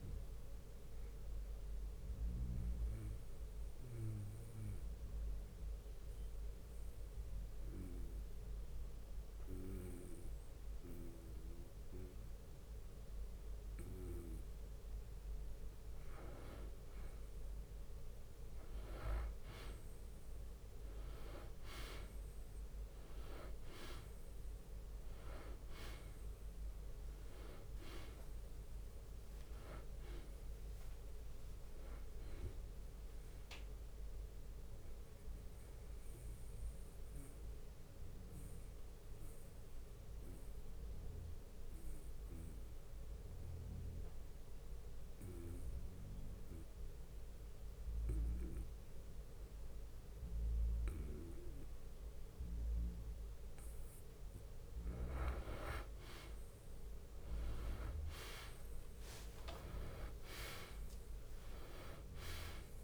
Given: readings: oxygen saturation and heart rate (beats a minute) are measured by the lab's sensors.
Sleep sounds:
breathing in sleep by a room microphone; 2
0.00-8.50 s: oxygen desaturation (device-marked, oxygen 90% lowest, heart rate 52 extreme)
0.50-14.50 s: obstructive apnea (oxygen 97% before, 90% lowest, heart rate 61 before, 52 extreme, up 0 after)
6.50-21.50 s: bradycardia (device-marked, heart rate 75 before, 52 extreme)
17.00-21.50 s: arousal
21.50-34.50 s: drop in pulse transit time (device-marked, heart rate 59 before, 56 extreme)
24.50-45.50 s: oxygen desaturation (device-marked, oxygen 97% before, 92% lowest, heart rate 58 before, 53 extreme)
27.50-29.50 s: long interval between heartbeats (device-marked, heart rate 59 before, 68 extreme)
33.00-53.50 s: obstructive apnea (oxygen 97% before, 89% lowest, heart rate 61 before, 53 extreme, up 33 after)
36.50-54.50 s: bradycardia (device-marked, heart rate 74 before, 53 extreme)
55.50-62.84 s: drop in pulse transit time (device-marked, heart rate 58 before, 54 extreme)
56.50-62.84 s: oxygen desaturation (device-marked, oxygen 97% before, 89% lowest, heart rate 58 before, 47 extreme)
57.50-59.50 s: long interval between heartbeats (device-marked, heart rate 57 before, 65 extreme)
58.50-62.84 s: arousal
61.50-62.84 s: tachycardia (device-marked, heart rate 73 before, 140 extreme)
From the record:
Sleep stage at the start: N2 (light sleep); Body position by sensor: on the back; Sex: male

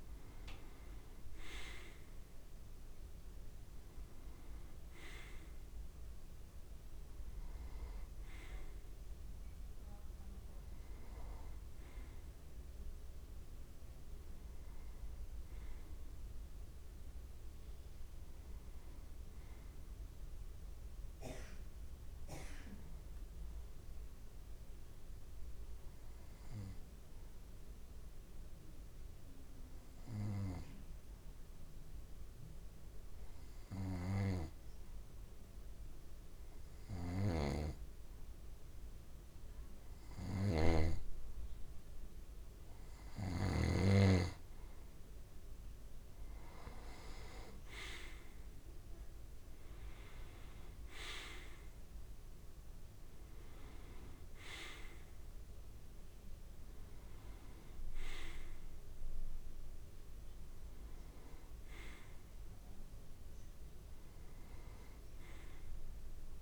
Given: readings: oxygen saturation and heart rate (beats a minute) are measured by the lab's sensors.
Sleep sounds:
breathing in sleep by a room microphone; 1
24.50-42.00 s: obstructive apnea (oxygen 95% before, 89% lowest)
37.00-43.50 s: snoring (device-marked)
40.50-66.42 s: oxygen desaturation (device-marked, oxygen 95% before, 89% lowest)
45.00-48.50 s: arousal
From the record:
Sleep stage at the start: N2 (light sleep); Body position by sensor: on the right side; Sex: male

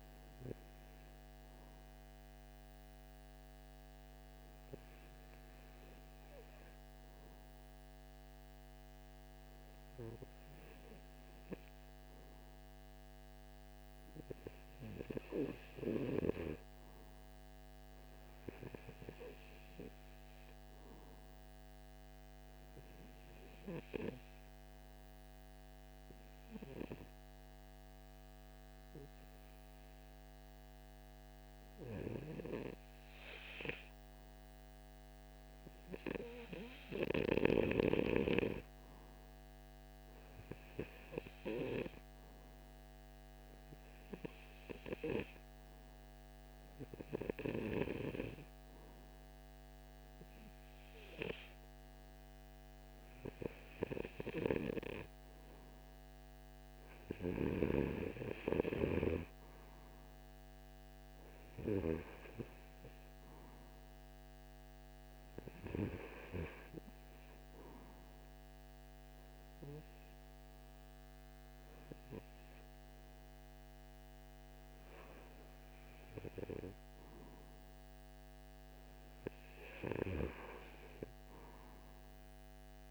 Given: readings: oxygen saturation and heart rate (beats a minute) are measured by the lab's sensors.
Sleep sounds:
breathing in sleep by a microphone on the trachea; 1
1.50-54.50 s: obstructive apnea (oxygen 96% before, 89% lowest)
27.00-36.00 s: oxygen desaturation (device-marked, oxygen 99% before, 95% lowest)
45.00-69.00 s: oxygen desaturation (device-marked, oxygen 96% before, 89% lowest)
59.50-63.00 s: arousal
From the record:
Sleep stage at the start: REM sleep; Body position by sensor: on the front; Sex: male

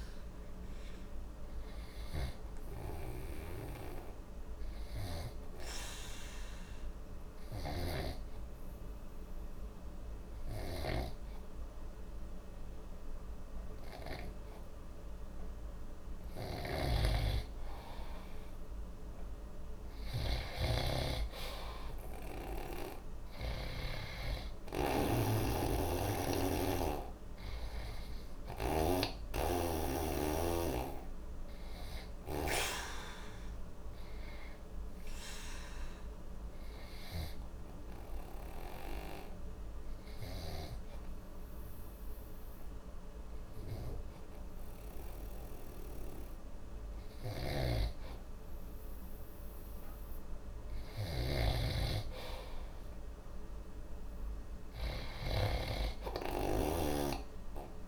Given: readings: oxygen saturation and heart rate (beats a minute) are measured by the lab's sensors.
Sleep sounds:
breathing in sleep by a room microphone; 2
2.50-32.50 s: snoring (device-marked)
3.50-16.00 s: obstructive apnea (oxygen 96% before, 92% lowest, heart rate 70 before, 53 extreme, up 1 after)
18.00-22.00 s: arousal
27.50-39.50 s: oxygen desaturation (device-marked, oxygen 96% before, 92% lowest, heart rate 61 before, 52 extreme)
36.00-50.50 s: obstructive apnea (oxygen 96% before, 92% lowest, heart rate 59 before, 35 extreme, up 1 after)
47.00-57.88 s: snoring (device-marked)
From the record:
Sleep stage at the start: N2 (light sleep); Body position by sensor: on the right side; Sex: male

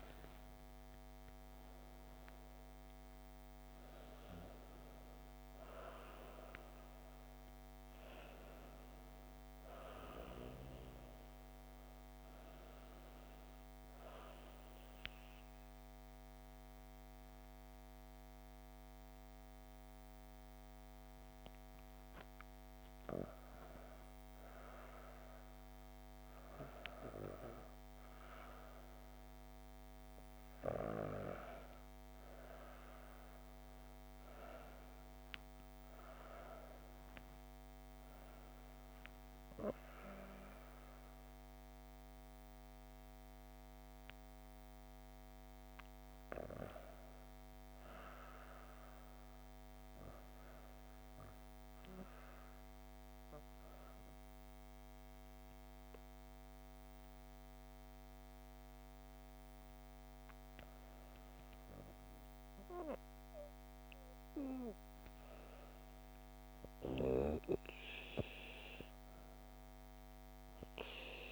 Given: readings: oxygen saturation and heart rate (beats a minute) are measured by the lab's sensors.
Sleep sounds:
breathing in sleep by a microphone on the trachea; 2
4.50-9.50 s: arousal
14.00-24.00 s: obstructive apnea (oxygen 97% before, 95% lowest, heart rate 86 before, 61 extreme, up 55 after)
26.00-29.50 s: arousal
51.50-62.00 s: obstructive apnea (oxygen 97% before, 95% lowest, heart rate 100 before, 64 extreme, up 8 after)
64.00-68.50 s: arousal
From the record:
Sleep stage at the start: N2 (light sleep); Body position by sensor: on the back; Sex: female

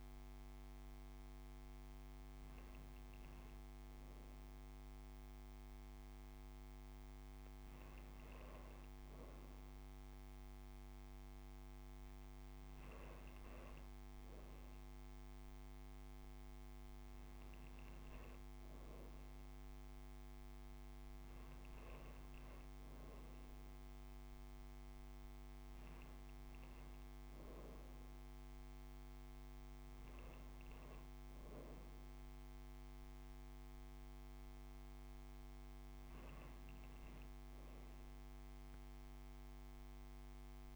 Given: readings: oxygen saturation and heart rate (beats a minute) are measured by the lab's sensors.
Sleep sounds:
breathing in sleep, hard to hear, by a microphone on the trachea; none
none scored
From the record:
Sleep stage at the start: N2 (light sleep); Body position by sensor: on the right side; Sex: female

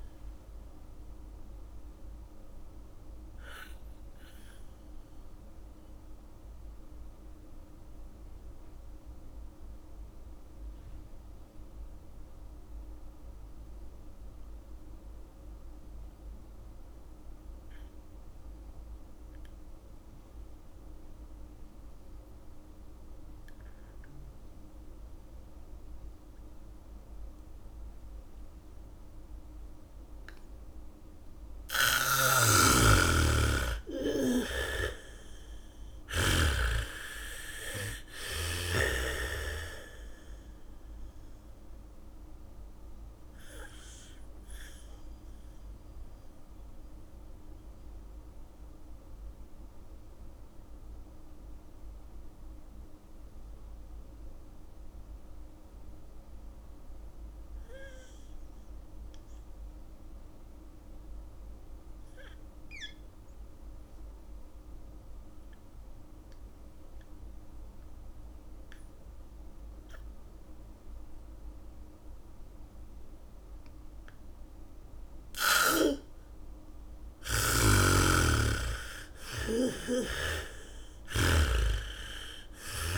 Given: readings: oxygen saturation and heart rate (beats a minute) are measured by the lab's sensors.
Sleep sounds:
breathing in sleep by a room microphone; 2
0.00-15.00 s: oxygen desaturation (device-marked, oxygen 82% lowest, heart rate 28 extreme)
2.00-30.50 s: mixed apnea (oxygen 99% before, 79% lowest)
21.00-42.00 s: bradycardia (device-marked)
27.00-66.00 s: oxygen desaturation (device-marked, oxygen 99% before, 79% lowest)
33.00-37.00 s: arousal
34.50-39.00 s: snoring (device-marked)
43.50-75.50 s: mixed apnea (oxygen 99% before, 79% lowest)
67.00-82.98 s: bradycardia (device-marked)
73.00-82.98 s: oxygen desaturation (device-marked, oxygen 98% before, 79% lowest)
77.50-82.00 s: arousal
77.50-82.00 s: snoring (device-marked)
From the record:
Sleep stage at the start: N2 (light sleep); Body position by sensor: on the back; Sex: female

